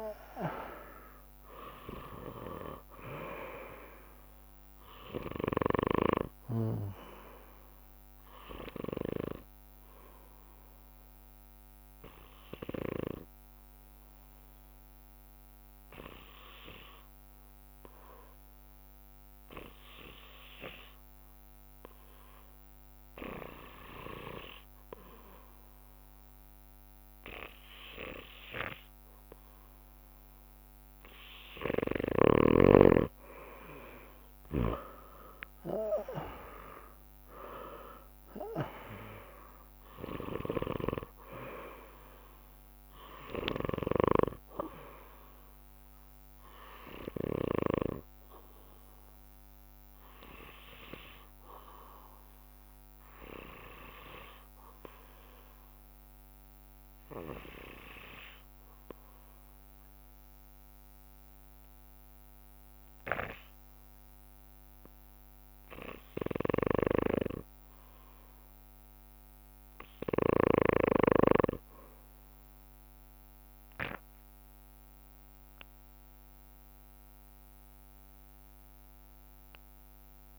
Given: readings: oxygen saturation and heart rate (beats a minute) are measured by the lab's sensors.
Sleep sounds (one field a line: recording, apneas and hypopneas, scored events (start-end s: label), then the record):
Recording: breathing in sleep by a microphone on the trachea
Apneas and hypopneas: 2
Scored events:
0.00-20.00 s: oxygen desaturation (device-marked, oxygen 94% lowest)
10.00-30.50 s: obstructive apnea (oxygen 99% before, 93% lowest)
33.50-37.50 s: arousal
35.00-59.00 s: oxygen desaturation (device-marked, oxygen 98% before, 94% lowest)
46.50-67.00 s: obstructive apnea (oxygen 99% before, 92% lowest)
74.00-80.39 s: oxygen desaturation (device-marked, oxygen 98% before, 93% lowest)
From the record:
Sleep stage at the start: N2 (light sleep)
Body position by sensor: on the right side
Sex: male